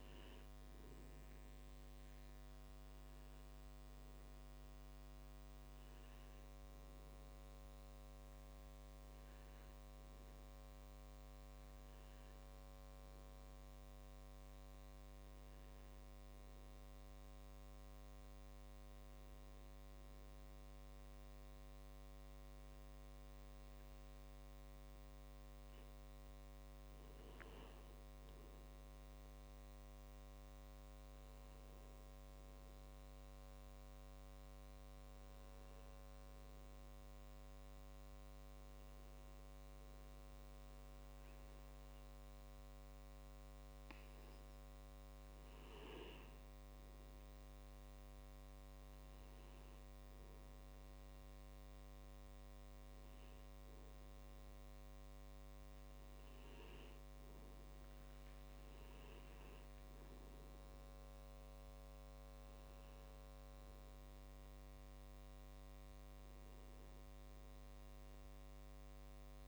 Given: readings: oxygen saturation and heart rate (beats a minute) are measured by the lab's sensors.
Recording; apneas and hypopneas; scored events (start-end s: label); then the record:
a person partly awake in a sleep study, hard to hear, by a microphone on the trachea; 1
0.00-2.00 s: tachycardia (device-marked, heart rate 149 extreme)
0.00-11.00 s: oxygen desaturation (device-marked, oxygen 93% lowest, heart rate 52 extreme)
16.00-46.00 s: new sleep stage, N1 (lightest sleep)
37.00-47.00 s: hypopnea (oxygen 97% before, 94% lowest, heart rate 55 before, 36 extreme, up 5 after)
46.00-69.48 s: new sleep stage, N2 (light sleep)
49.00-52.00 s: arousal
From the record:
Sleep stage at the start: awake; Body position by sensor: on the back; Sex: male